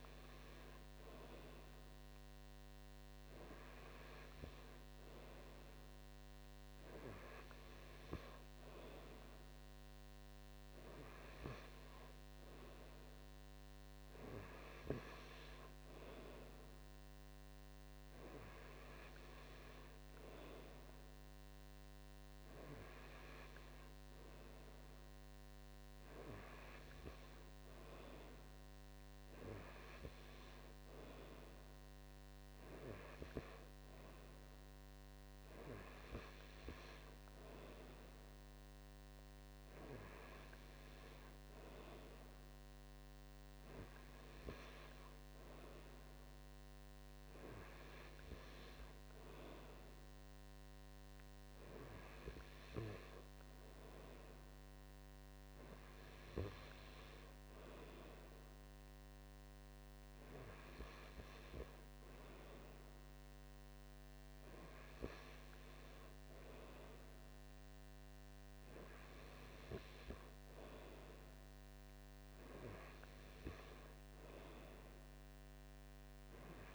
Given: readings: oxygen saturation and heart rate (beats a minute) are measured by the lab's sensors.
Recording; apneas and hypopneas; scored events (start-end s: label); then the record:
breathing in sleep by a microphone on the trachea; none
8.50-10.50 s: long interval between heartbeats (device-marked)
33.00-35.00 s: long interval between heartbeats (device-marked)
39.00-41.00 s: long interval between heartbeats (device-marked)
43.50-45.50 s: long interval between heartbeats (device-marked)
59.50-61.50 s: long interval between heartbeats (device-marked)
From the record:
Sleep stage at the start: N2 (light sleep); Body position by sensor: on the right side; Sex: male